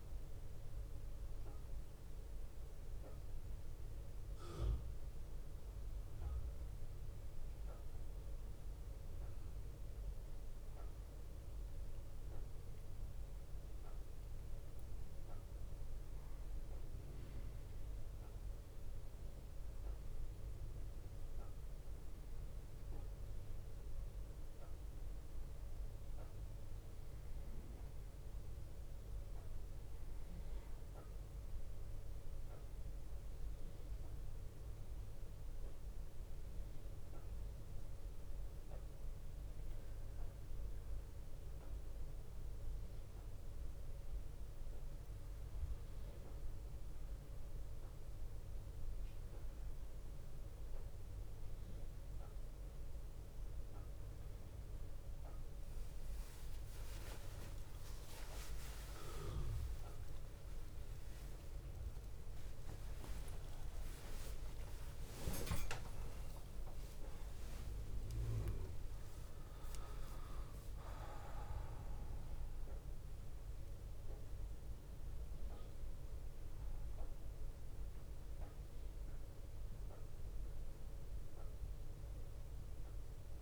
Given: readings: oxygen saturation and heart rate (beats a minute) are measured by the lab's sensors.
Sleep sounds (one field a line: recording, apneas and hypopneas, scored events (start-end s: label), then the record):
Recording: a person partly awake in a sleep study, by a room microphone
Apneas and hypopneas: 1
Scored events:
26.50-30.00 s: arousal
32.50-46.00 s: hypopnea (oxygen 94% before, 92% lowest)
44.50-46.50 s: long interval between heartbeats (device-marked)
55.50-83.42 s: new sleep stage, awake
61.50-70.50 s: bradycardia (device-marked)
From the record:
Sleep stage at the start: N1 (lightest sleep)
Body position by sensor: on the right side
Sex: male